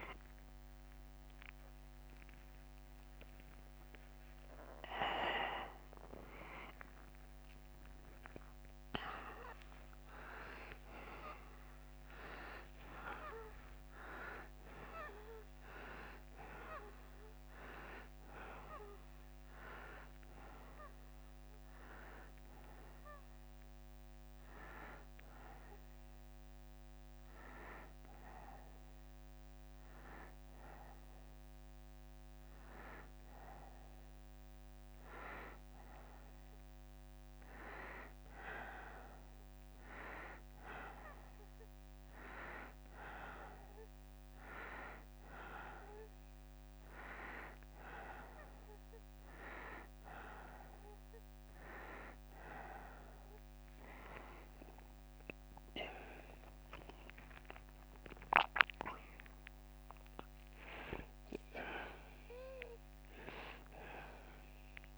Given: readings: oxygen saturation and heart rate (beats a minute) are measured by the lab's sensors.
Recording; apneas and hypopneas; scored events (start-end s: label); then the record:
a person partly awake in a sleep study, by a microphone on the trachea; none
0.00-2.00 s: oxygen desaturation (device-marked, oxygen 89% lowest, heart rate 86 extreme)
0.00-20.00 s: drop in pulse transit time (device-marked, heart rate 88 extreme)
8.00-10.00 s: long interval between heartbeats (device-marked, heart rate 102 before, 98 extreme)
10.00-17.00 s: tachycardia (device-marked, heart rate 81 before, 109 extreme)
13.50-15.50 s: long interval between heartbeats (device-marked, heart rate 107 before, 105 extreme)
22.00-52.00 s: new sleep stage, N2 (light sleep)
25.00-37.00 s: oxygen desaturation (device-marked, oxygen 95% before, 91% lowest, heart rate 98 before, 81 extreme)
52.00-64.98 s: new sleep stage, N1 (lightest sleep)
59.00-64.00 s: arousal
From the record:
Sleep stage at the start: awake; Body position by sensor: on the back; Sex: male